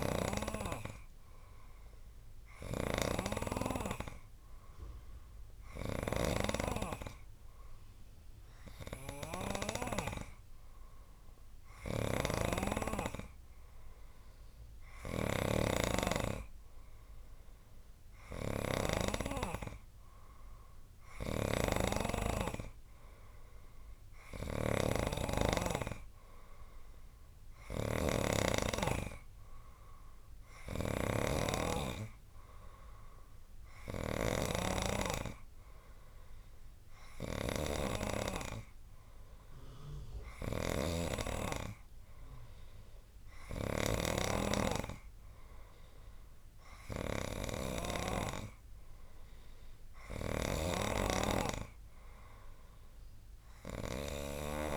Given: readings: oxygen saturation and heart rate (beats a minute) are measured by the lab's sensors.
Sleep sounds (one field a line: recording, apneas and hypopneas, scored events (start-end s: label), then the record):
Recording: breathing in sleep by a room microphone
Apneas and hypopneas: none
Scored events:
0.00-19.00 s: snoring (device-marked)
21.00-34.50 s: snoring (device-marked)
40.50-48.00 s: snoring (device-marked)
From the record:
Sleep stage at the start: N3 (deep sleep)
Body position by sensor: on the right side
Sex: male